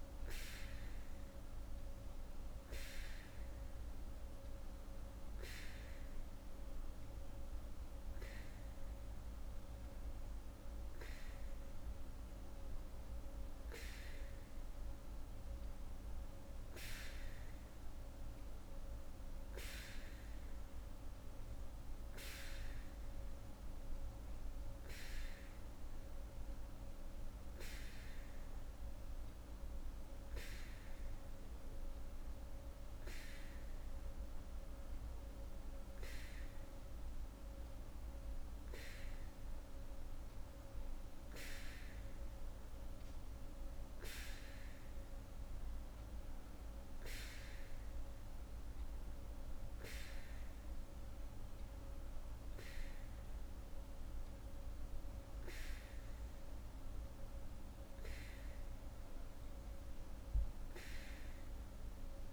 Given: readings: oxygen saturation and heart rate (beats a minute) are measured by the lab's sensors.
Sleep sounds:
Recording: breathing in sleep by a room microphone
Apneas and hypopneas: none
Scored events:
none scored
From the record:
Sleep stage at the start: N3 (deep sleep)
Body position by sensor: on the back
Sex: female

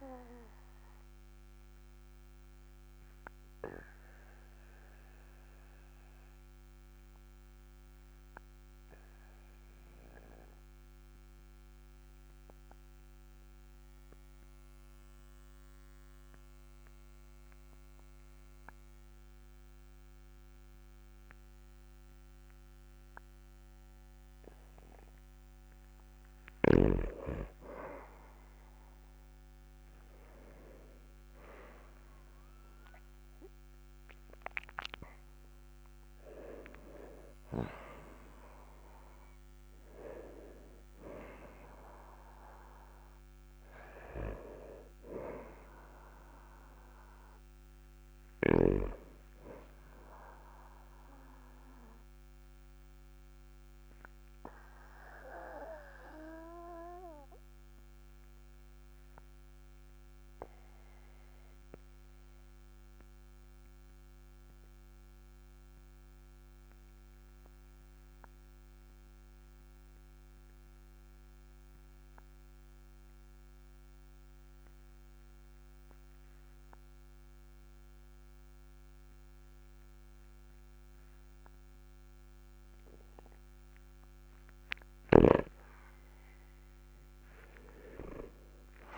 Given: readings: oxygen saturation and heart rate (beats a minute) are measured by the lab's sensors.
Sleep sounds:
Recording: breathing in sleep by a microphone on the trachea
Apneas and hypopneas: 2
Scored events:
1.00-25.50 s: obstructive apnea (oxygen 99% before, 96% lowest, heart rate 52 before, 40 extreme, up 9 after)
29.50-34.00 s: arousal
52.50-84.50 s: obstructive apnea (oxygen 99% before, 94% lowest, heart rate 49 before, 36 extreme, up 11 after)
87.50-88.98 s: arousal
From the record:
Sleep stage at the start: N2 (light sleep)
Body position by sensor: on the back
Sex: male

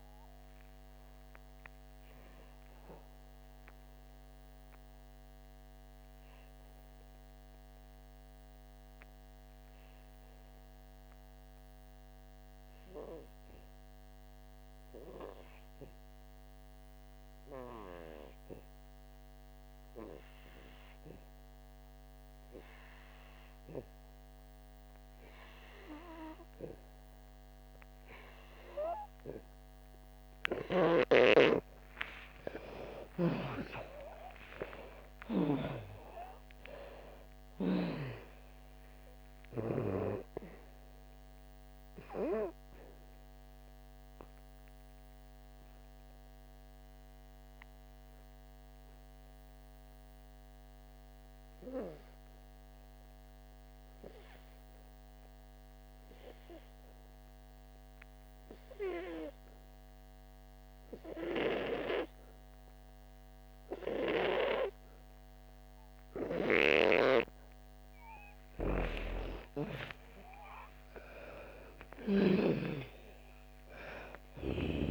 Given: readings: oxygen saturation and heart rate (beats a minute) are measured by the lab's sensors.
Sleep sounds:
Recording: breathing in sleep by a microphone on the trachea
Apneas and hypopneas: 2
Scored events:
0.00-19.00 s: oxygen desaturation (device-marked, oxygen 88% lowest, heart rate 53 extreme)
1.50-32.00 s: obstructive apnea (oxygen 98% before, 84% lowest, heart rate 68 before, 53 extreme, up 0 after)
31.00-65.00 s: oxygen desaturation (device-marked, oxygen 99% before, 84% lowest, heart rate 60 before, 55 extreme)
33.50-38.00 s: arousal
45.00-68.50 s: obstructive apnea (oxygen 99% before, 84% lowest, heart rate 63 before, 55 extreme, up 3 after)
69.50-74.91 s: arousal
From the record:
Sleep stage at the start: N2 (light sleep)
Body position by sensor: on the back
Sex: female

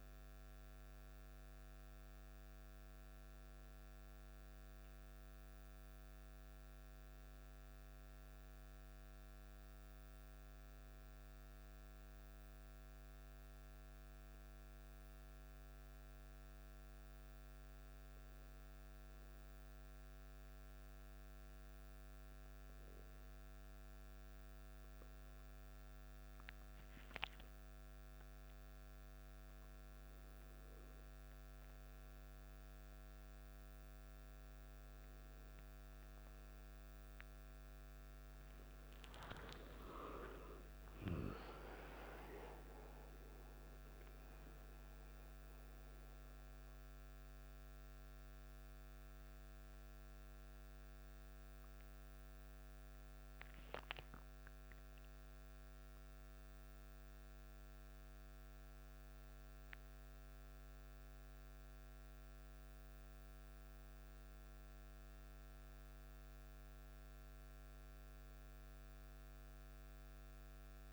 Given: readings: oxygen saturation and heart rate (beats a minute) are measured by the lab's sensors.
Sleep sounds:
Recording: breathing in sleep, hard to hear, by a microphone on the trachea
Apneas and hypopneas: 2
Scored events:
0.00-16.50 s: oxygen desaturation (device-marked, oxygen 94% lowest, heart rate 52 extreme)
12.50-42.50 s: new sleep stage, N2 (light sleep)
13.00-30.00 s: hypopnea (oxygen 97% before, 94% lowest, heart rate 54 before, 52 extreme, up 7 after)
37.50-41.50 s: arousal
40.50-63.50 s: oxygen desaturation (device-marked, oxygen 98% before, 94% lowest, heart rate 55 before, 48 extreme)
42.50-70.93 s: new sleep stage, N1 (lightest sleep)
45.50-60.50 s: mixed apnea (oxygen 98% before, 94% lowest, heart rate 60 before, 49 extreme, up 0 after)
64.00-68.00 s: arousal
From the record:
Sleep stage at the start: N1 (lightest sleep)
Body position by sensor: on the back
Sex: male

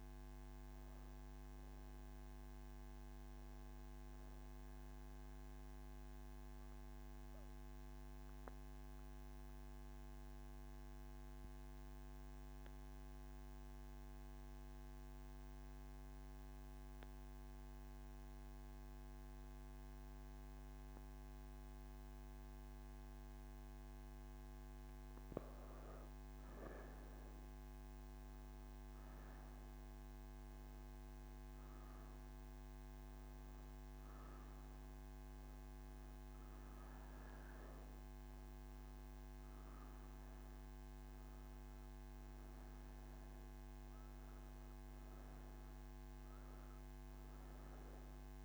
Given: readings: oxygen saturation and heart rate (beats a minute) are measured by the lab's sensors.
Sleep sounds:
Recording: breathing in sleep, hard to hear, by a microphone on the trachea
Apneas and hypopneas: none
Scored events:
0.00-5.00 s: oxygen desaturation (device-marked, oxygen 89% lowest, heart rate 145 extreme)
44.00-48.45 s: oxygen desaturation (device-marked, oxygen 96% before, 90% lowest, heart rate 180 before, 149 extreme)
From the record:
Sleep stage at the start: N2 (light sleep)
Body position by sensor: on the right side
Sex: female

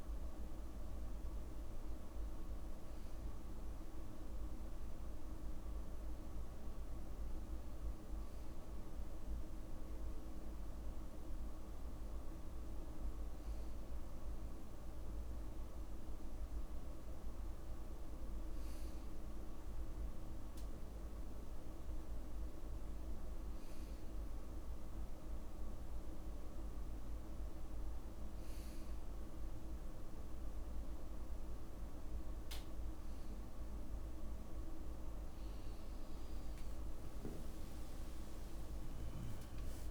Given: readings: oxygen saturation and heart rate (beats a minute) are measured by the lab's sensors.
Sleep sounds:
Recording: breathing in sleep, hard to hear, by a room microphone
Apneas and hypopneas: none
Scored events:
none scored
From the record:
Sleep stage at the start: N2 (light sleep)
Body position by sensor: on the back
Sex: male

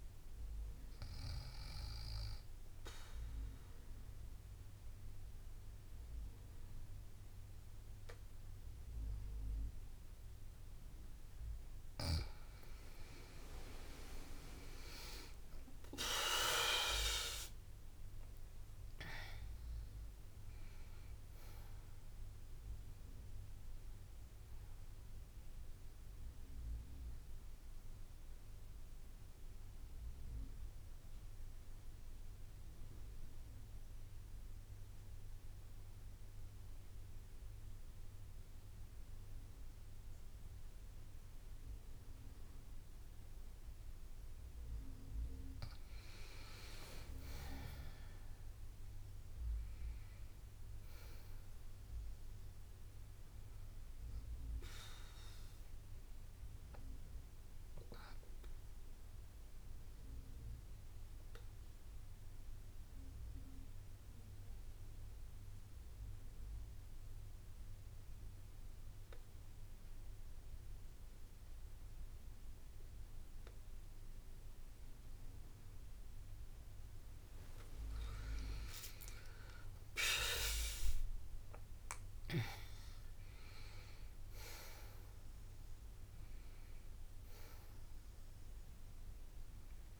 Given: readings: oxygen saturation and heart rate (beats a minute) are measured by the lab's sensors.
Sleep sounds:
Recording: breathing in sleep by a room microphone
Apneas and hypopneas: 3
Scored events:
1.00-12.00 s: obstructive apnea (oxygen 96% before, 93% lowest, heart rate 62 before, 57 extreme, up 7 after)
14.00-19.00 s: arousal
16.00-29.00 s: drop in pulse transit time (device-marked, heart rate 63 before, 66 extreme)
25.50-44.00 s: central apnea (oxygen 95% before, 92% lowest, heart rate 66 before, 57 extreme, up 6 after)
28.00-34.00 s: bradycardia (device-marked, heart rate 65 before, 57 extreme)
47.50-51.00 s: arousal
55.00-77.00 s: mixed apnea (oxygen 99% before, 92% lowest, heart rate 61 before, 59 extreme, up 8 after)
77.00-90.00 s: drop in pulse transit time (device-marked, heart rate 62 before, 63 extreme)
78.50-83.50 s: arousal
79.00-90.00 s: oxygen desaturation (device-marked, oxygen 98% before, 92% lowest, heart rate 62 before, 59 extreme)
From the record:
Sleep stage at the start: N2 (light sleep)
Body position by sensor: on the back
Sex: female

